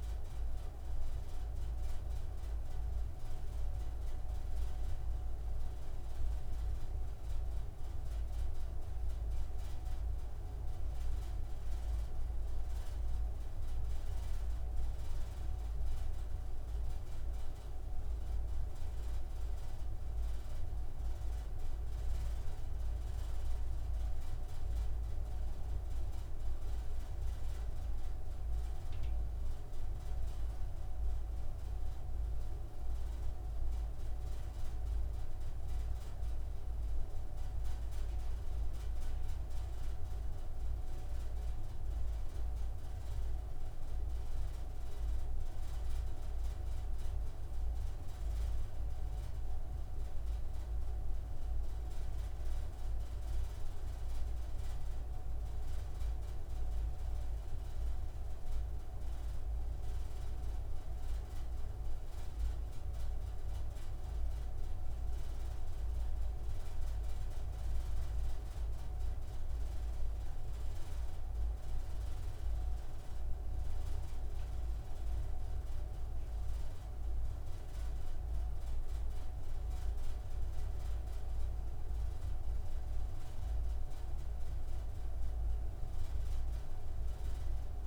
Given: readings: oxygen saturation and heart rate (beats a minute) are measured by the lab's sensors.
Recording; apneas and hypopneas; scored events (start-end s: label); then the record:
breathing in sleep, hard to hear, by a room microphone; none
none scored
From the record:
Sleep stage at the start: N3 (deep sleep); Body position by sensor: on the right side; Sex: male